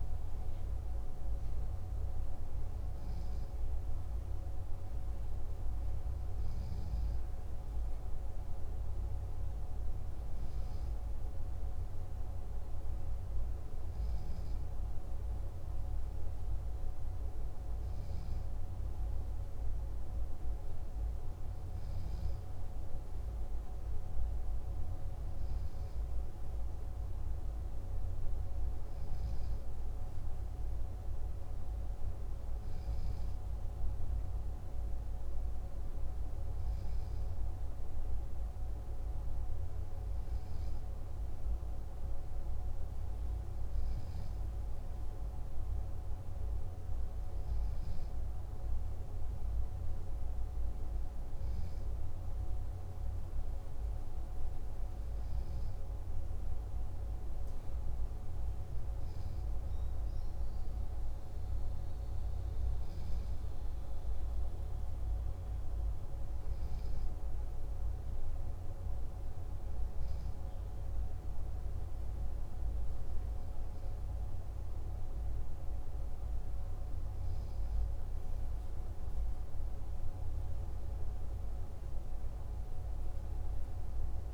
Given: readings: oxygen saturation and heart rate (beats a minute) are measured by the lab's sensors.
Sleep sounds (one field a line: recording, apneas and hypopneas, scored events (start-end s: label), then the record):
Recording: breathing in sleep, hard to hear, by a room microphone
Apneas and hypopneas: none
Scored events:
none scored
From the record:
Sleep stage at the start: N3 (deep sleep)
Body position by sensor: on the left side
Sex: male